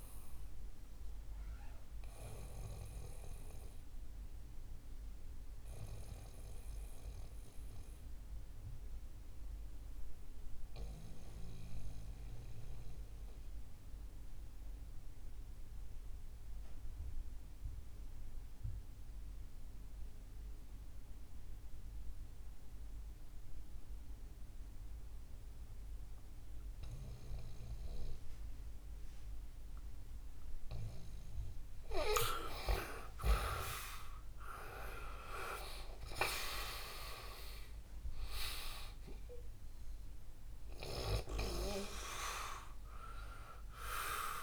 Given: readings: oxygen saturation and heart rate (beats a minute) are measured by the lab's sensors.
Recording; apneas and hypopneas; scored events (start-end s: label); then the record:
breathing in sleep by a room microphone; 1
0.50-31.50 s: obstructive apnea (oxygen 97% before, 88% lowest, heart rate 69 before, 62 extreme, up 7 after)
15.00-23.00 s: oxygen desaturation (device-marked, oxygen 94% before, 90% lowest, heart rate 68 before, 65 extreme)
31.00-44.43 s: oxygen desaturation (device-marked, oxygen 99% before, 92% lowest, heart rate 68 before, 62 extreme)
34.00-38.00 s: arousal
From the record:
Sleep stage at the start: N2 (light sleep); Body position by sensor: on the back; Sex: male